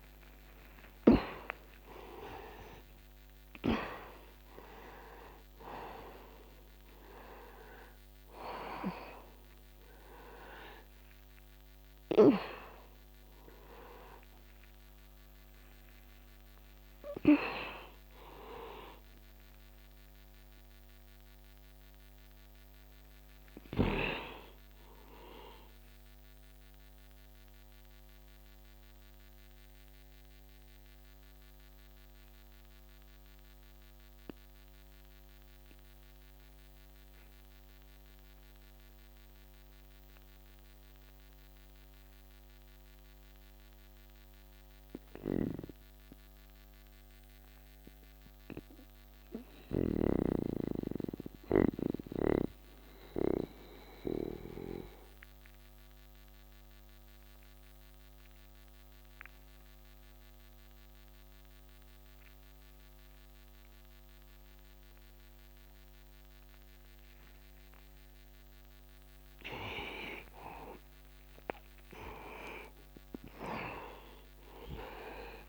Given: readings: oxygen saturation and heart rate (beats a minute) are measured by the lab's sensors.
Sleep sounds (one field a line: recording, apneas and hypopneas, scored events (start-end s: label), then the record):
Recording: breathing in sleep by a microphone on the trachea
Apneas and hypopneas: 1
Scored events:
0.00-36.00 s: oxygen desaturation (device-marked, oxygen 82% lowest, heart rate 61 extreme)
30.00-70.00 s: mixed apnea (oxygen 90% before, 85% lowest, heart rate 66 before, 62 extreme, up 13 after)
65.00-75.49 s: oxygen desaturation (device-marked, oxygen 97% before, 85% lowest, heart rate 64 before, 62 extreme)
72.00-75.49 s: arousal
From the record:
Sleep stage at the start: N2 (light sleep)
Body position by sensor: on the back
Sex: male